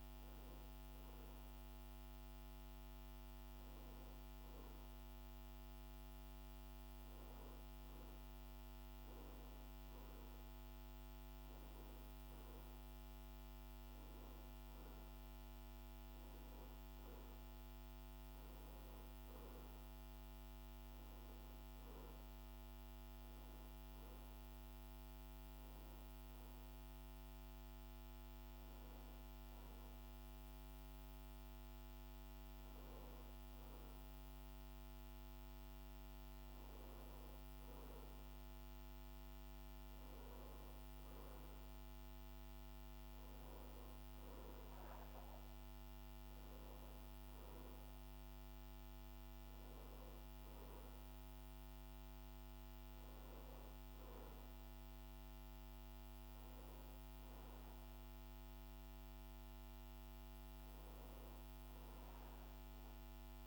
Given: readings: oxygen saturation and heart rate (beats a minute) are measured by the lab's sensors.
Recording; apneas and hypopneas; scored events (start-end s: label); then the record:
breathing in sleep, hard to hear, by a microphone on the trachea; none
none scored
From the record:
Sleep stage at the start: N1 (lightest sleep); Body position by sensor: on the back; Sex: male